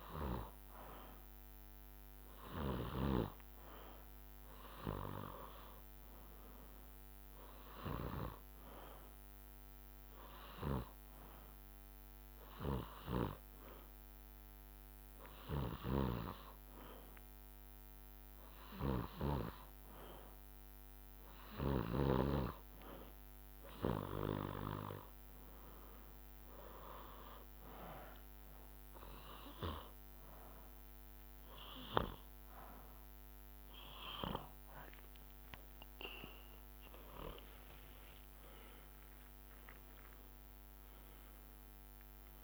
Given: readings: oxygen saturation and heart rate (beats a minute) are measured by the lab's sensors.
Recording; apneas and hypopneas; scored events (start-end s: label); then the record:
breathing in sleep by a microphone on the trachea; 1
10.50-22.00 s: hypopnea (oxygen 96% before, 94% lowest, heart rate 70 before, 63 extreme, up 13 after)
25.50-33.50 s: drop in pulse transit time (device-marked, heart rate 68 before, 70 extreme)
37.00-41.50 s: arousal
39.50-42.44 s: drop in pulse transit time (device-marked, heart rate 69 before, 69 extreme)
From the record:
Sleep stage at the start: N2 (light sleep); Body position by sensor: on the back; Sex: male